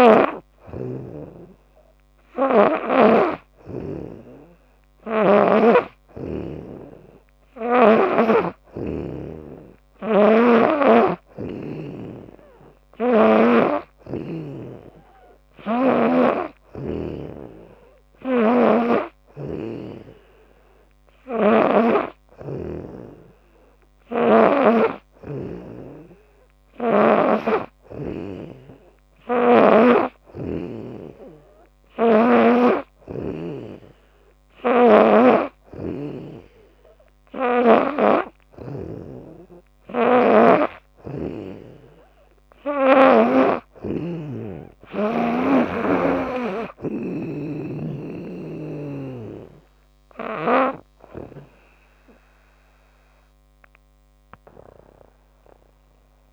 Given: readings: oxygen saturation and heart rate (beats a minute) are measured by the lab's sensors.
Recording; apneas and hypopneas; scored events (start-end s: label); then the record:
breathing in sleep by a microphone on the trachea; none
0.00-3.00 s: snoring (device-marked)
12.50-16.00 s: snoring (device-marked)
18.00-21.50 s: snoring (device-marked)
23.50-27.00 s: snoring (device-marked)
34.00-38.50 s: snoring (device-marked)
From the record:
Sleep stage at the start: N2 (light sleep); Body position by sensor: on the back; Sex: female